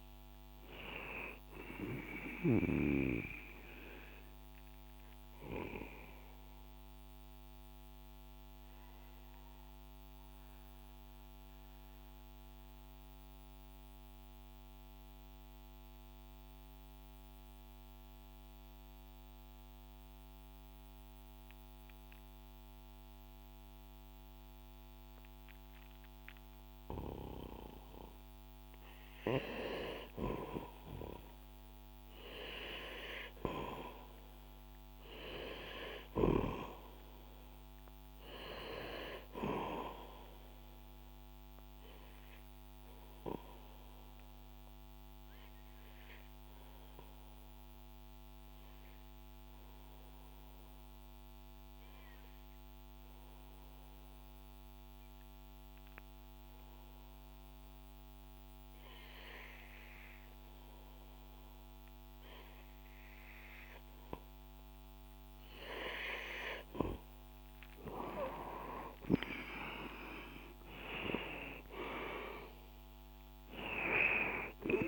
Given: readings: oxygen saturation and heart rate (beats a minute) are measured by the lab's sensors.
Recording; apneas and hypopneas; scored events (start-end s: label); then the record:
breathing in sleep by a microphone on the trachea; 2
0.00-19.50 s: oxygen desaturation (device-marked, oxygen 90% lowest, heart rate 61 extreme)
5.00-29.00 s: mixed apnea (oxygen 99% before, 90% lowest, heart rate 69 before, 61 extreme, up 3 after)
32.00-36.50 s: arousal
34.50-58.50 s: oxygen desaturation (device-marked, oxygen 98% before, 91% lowest, heart rate 65 before, 60 extreme)
41.00-67.00 s: obstructive apnea (oxygen 98% before, 90% lowest, heart rate 66 before, 60 extreme, up 10 after)
69.50-74.88 s: oxygen desaturation (device-marked, oxygen 96% before, 90% lowest, heart rate 63 before, 62 extreme)
70.00-74.50 s: arousal
From the record:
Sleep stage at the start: N2 (light sleep); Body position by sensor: on the back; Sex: male